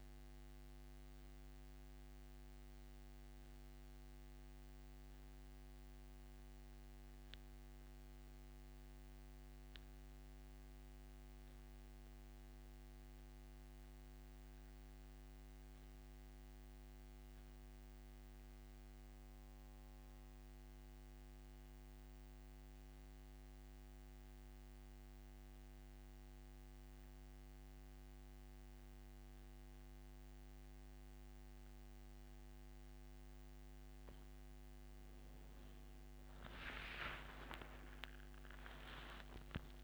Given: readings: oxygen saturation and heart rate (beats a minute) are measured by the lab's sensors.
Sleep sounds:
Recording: breathing in sleep by a microphone on the trachea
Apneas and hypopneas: 1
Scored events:
0.00-39.84 s: oxygen desaturation (device-marked, oxygen 86% lowest, heart rate 61 extreme)
3.50-32.50 s: central apnea (oxygen 98% before, 86% lowest, heart rate 92 before, 61 extreme, up 24 after)
37.00-39.84 s: arousal
From the record:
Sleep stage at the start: N2 (light sleep)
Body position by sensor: on the back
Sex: male

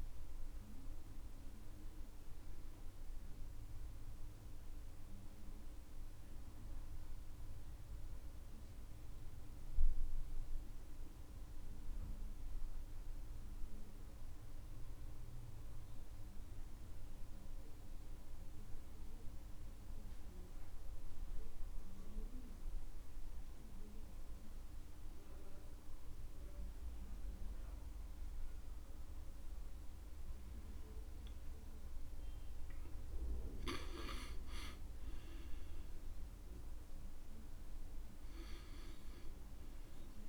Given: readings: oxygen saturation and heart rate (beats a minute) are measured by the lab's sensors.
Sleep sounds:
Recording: a person awake in a sleep study, by a room microphone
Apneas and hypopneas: none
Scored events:
none scored
From the record:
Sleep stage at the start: awake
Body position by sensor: on the back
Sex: male

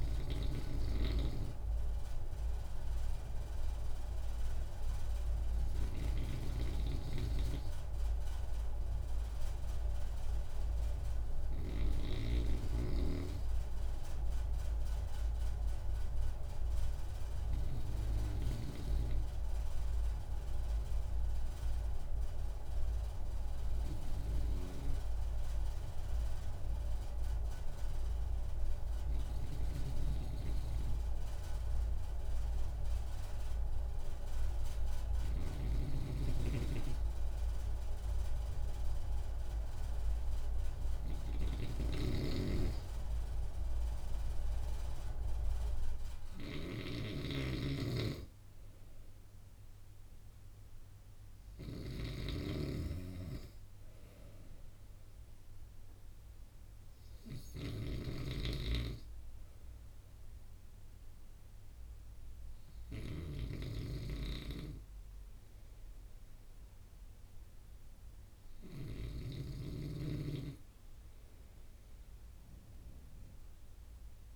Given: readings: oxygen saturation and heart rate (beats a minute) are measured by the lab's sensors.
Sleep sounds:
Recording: breathing in sleep by a room microphone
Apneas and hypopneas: none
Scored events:
0.50-12.00 s: snoring (device-marked)
35.50-69.50 s: snoring (device-marked)
From the record:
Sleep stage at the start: N2 (light sleep)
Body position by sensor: on the right side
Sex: male

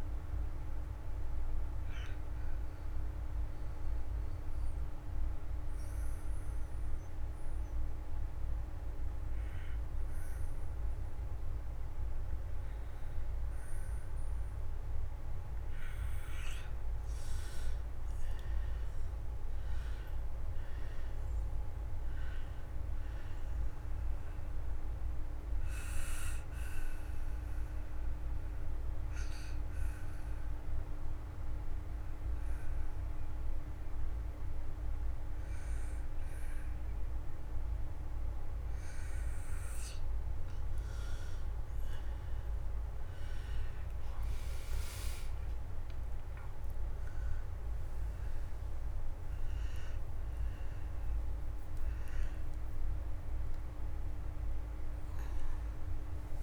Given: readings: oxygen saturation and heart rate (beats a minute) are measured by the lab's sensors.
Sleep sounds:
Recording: breathing in sleep, hard to hear, by a room microphone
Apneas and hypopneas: 2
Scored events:
0.00-11.00 s: oxygen desaturation (device-marked, oxygen 82% lowest)
0.50-16.00 s: obstructive apnea (oxygen 98% before, 82% lowest)
16.00-39.00 s: oxygen desaturation (device-marked, oxygen 99% before, 85% lowest)
17.50-21.00 s: arousal
23.50-39.50 s: obstructive apnea (oxygen 99% before, 85% lowest)
41.50-45.50 s: arousal
45.00-56.43 s: oxygen desaturation (device-marked, oxygen 98% before, 87% lowest)
From the record:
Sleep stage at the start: N2 (light sleep)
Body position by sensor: on the back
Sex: male

